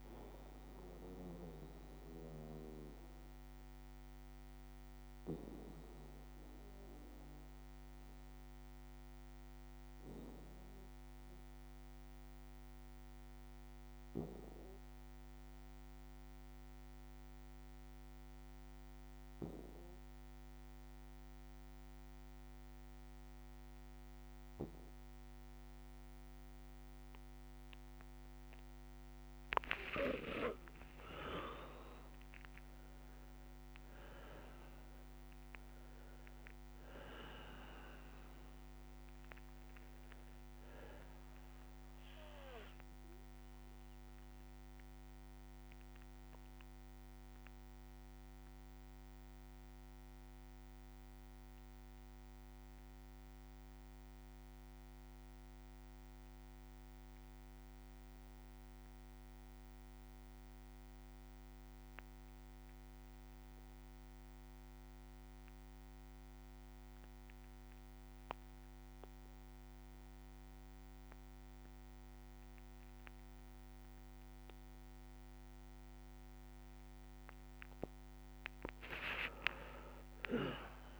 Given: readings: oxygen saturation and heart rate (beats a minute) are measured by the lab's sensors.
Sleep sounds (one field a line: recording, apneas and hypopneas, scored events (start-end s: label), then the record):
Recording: breathing in sleep by a microphone on the trachea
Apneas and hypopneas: 2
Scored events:
0.00-15.00 s: oxygen desaturation (device-marked, oxygen 92% lowest, heart rate 55 extreme)
0.00-20.00 s: bradycardia (device-marked, heart rate 55 extreme)
0.50-27.50 s: obstructive apnea (oxygen 99% before, 92% lowest, heart rate 61 before, 55 extreme, up 31 after)
29.00-39.00 s: oxygen desaturation (device-marked, oxygen 99% before, 94% lowest, heart rate 58 before, 57 extreme)
29.50-33.50 s: arousal
30.00-32.00 s: long interval between heartbeats (device-marked, heart rate 59 before, 78 extreme)
35.00-40.00 s: tachycardia (device-marked, heart rate 61 before, 108 extreme)
37.00-39.00 s: long interval between heartbeats (device-marked, heart rate 69 before, 86 extreme)
39.00-41.00 s: long interval between heartbeats (device-marked, heart rate 73 before, 108 extreme)
41.00-53.00 s: oxygen desaturation (device-marked, oxygen 97% before, 93% lowest, heart rate 78 before, 57 extreme)
42.00-76.00 s: obstructive apnea (oxygen 99% before, 91% lowest, heart rate 81 before, 53 extreme, up 2 after)
45.00-67.00 s: bradycardia (device-marked, heart rate 61 before, 57 extreme)
72.00-81.00 s: oxygen desaturation (device-marked, oxygen 99% before, 91% lowest, heart rate 59 before, 53 extreme)
77.00-81.00 s: bradycardia (device-marked, heart rate 61 before, 53 extreme)
78.50-80.50 s: long interval between heartbeats (device-marked, heart rate 59 before, 61 extreme)
79.00-81.00 s: arousal
From the record:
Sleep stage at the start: N2 (light sleep)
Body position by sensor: on the back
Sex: male